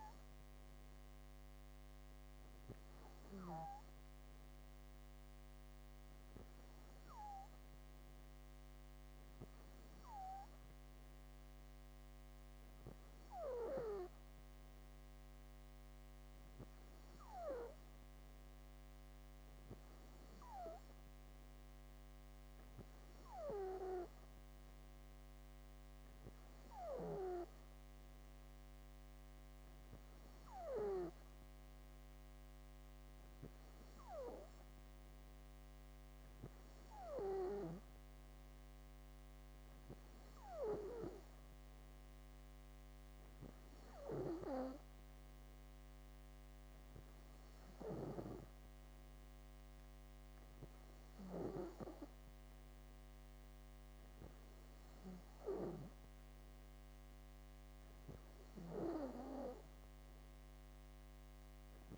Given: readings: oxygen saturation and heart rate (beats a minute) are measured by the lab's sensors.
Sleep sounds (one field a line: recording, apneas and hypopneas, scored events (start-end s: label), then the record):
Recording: breathing in sleep by a microphone on the trachea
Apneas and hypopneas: none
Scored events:
none scored
From the record:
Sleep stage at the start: N2 (light sleep)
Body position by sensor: on the back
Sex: female